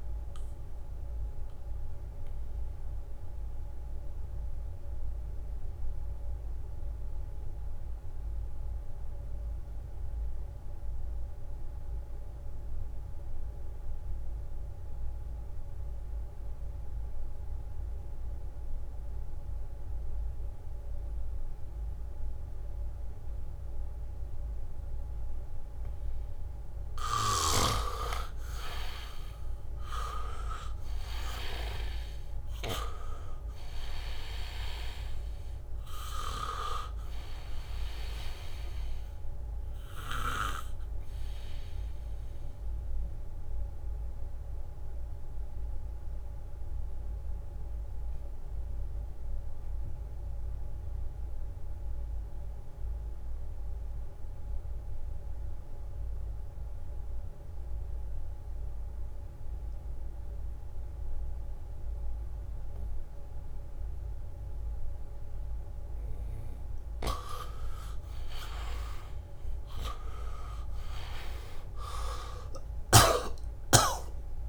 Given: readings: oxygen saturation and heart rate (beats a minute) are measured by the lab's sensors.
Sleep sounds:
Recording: breathing in sleep by a room microphone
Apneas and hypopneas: 2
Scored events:
0.00-11.00 s: oxygen desaturation (device-marked, oxygen 86% lowest, heart rate 68 extreme)
2.50-25.00 s: mixed apnea (oxygen 99% before, 80% lowest, heart rate 71 before, 68 extreme)
19.00-56.00 s: oxygen desaturation (device-marked, oxygen 99% before, 80% lowest, heart rate 75 before, 67 extreme)
22.50-25.00 s: leg movement (device-marked)
27.00-29.50 s: leg movement (device-marked)
29.00-33.00 s: arousal
30.50-35.00 s: leg movement (device-marked)
35.50-43.00 s: leg movement (device-marked)
38.50-65.50 s: obstructive apnea (oxygen 99% before, 80% lowest, heart rate 70 before, 67 extreme, up 1 after)
62.00-74.49 s: oxygen desaturation (device-marked, oxygen 99% before, 80% lowest, heart rate 76 before, 67 extreme)
72.00-74.49 s: arousal
From the record:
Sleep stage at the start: N2 (light sleep)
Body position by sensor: on the back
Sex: male

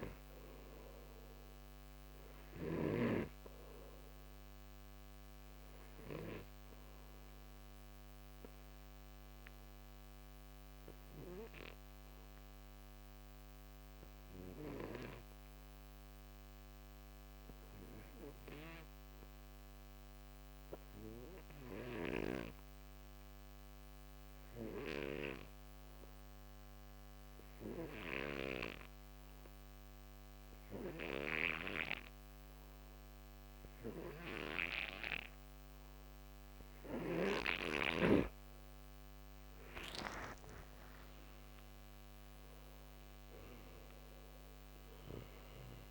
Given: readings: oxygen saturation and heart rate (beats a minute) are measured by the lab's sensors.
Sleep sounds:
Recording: breathing in sleep by a microphone on the trachea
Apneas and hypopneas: 1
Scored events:
0.00-3.00 s: snoring (device-marked)
0.00-15.50 s: oxygen desaturation (device-marked, oxygen 87% lowest, heart rate 58 extreme)
5.50-39.00 s: obstructive apnea (oxygen 97% before, 84% lowest, heart rate 69 before, 60 extreme, up 10 after)
31.50-45.91 s: oxygen desaturation (device-marked, oxygen 97% before, 87% lowest, heart rate 64 before, 61 extreme)
40.50-45.50 s: arousal
From the record:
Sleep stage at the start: N2 (light sleep)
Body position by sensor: on the right side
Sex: male

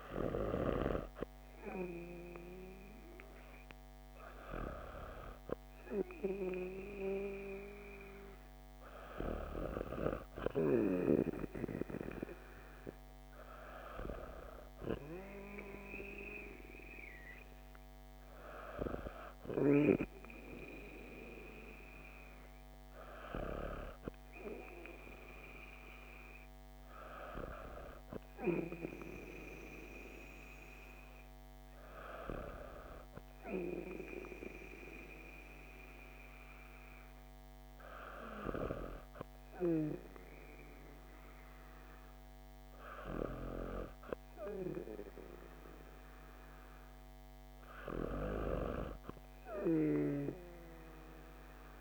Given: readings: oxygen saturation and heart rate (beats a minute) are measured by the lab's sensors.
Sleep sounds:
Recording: breathing in sleep by a microphone on the trachea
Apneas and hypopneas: none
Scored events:
none scored
From the record:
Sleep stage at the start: N2 (light sleep)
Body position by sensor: on the back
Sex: female

